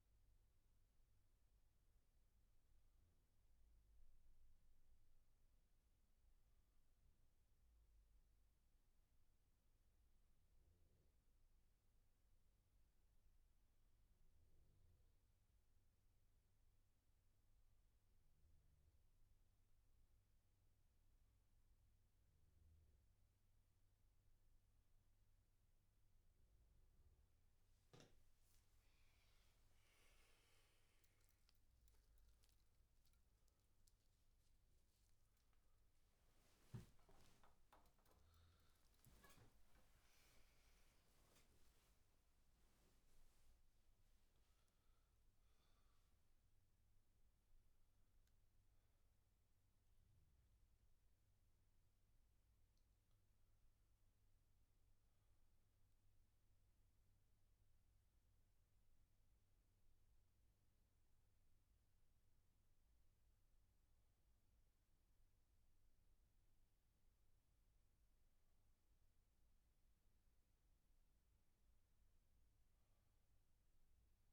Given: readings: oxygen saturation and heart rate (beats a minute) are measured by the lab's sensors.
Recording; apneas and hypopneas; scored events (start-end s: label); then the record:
a person partly awake in a sleep study, hard to hear, by a room microphone; none
0.00-9.50 s: oxygen desaturation (device-marked, oxygen 86% lowest, heart rate 63 extreme)
25.50-55.50 s: new sleep stage, awake
55.50-74.32 s: new sleep stage, N1 (lightest sleep)
From the record:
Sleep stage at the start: N1 (lightest sleep); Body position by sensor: on the back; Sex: male